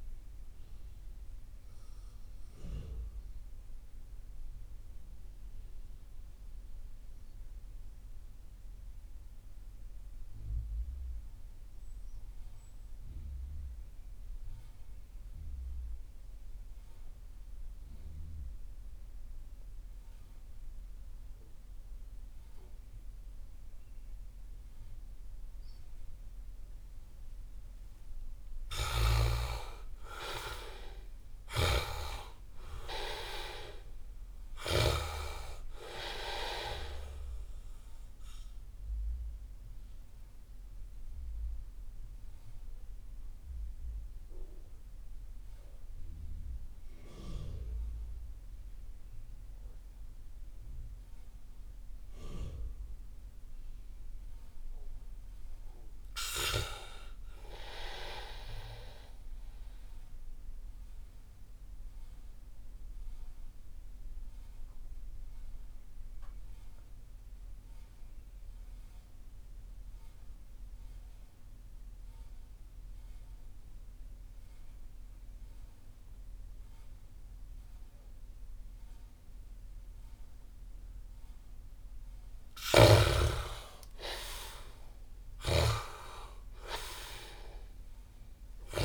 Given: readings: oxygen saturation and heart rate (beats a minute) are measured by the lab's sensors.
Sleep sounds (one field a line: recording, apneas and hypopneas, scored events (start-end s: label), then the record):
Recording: breathing in sleep by a room microphone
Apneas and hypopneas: 3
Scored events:
0.00-13.00 s: oxygen desaturation (device-marked, oxygen 58% lowest)
1.00-27.00 s: mixed apnea (oxygen 88% before, 58% lowest)
28.00-31.00 s: arousal
28.00-34.50 s: snoring (device-marked)
29.00-53.00 s: oxygen desaturation (device-marked, oxygen 96% before, 73% lowest)
42.00-54.50 s: central apnea (oxygen 98% before, 73% lowest)
55.50-58.50 s: arousal
62.00-81.00 s: obstructive apnea (oxygen 98% before, 80% lowest)
69.00-77.00 s: oxygen desaturation (device-marked, oxygen 97% before, 92% lowest)
79.00-88.85 s: oxygen desaturation (device-marked, oxygen 95% before, 80% lowest)
82.00-88.50 s: snoring (device-marked)
85.50-88.85 s: arousal
From the record:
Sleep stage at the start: REM sleep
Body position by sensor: on the back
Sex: male